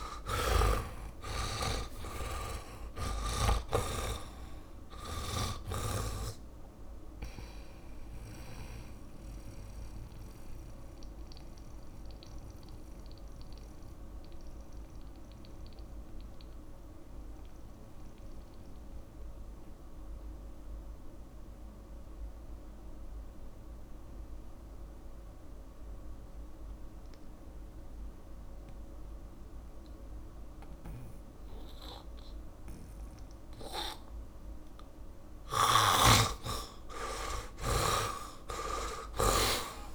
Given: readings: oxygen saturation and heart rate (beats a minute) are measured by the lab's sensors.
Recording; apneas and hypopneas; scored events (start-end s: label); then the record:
breathing in sleep by a room microphone; 1
0.00-5.50 s: arousal
0.00-6.00 s: snoring (device-marked)
0.00-26.50 s: oxygen desaturation (device-marked, oxygen 69% lowest)
8.50-35.50 s: mixed apnea (oxygen 90% before, 69% lowest)
32.50-39.95 s: oxygen desaturation (device-marked, oxygen 100% before, 72% lowest)
36.00-39.95 s: snoring (device-marked)
38.00-39.95 s: arousal
From the record:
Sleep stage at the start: N2 (light sleep); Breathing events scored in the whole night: 322 in 4.2 hours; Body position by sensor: on the back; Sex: male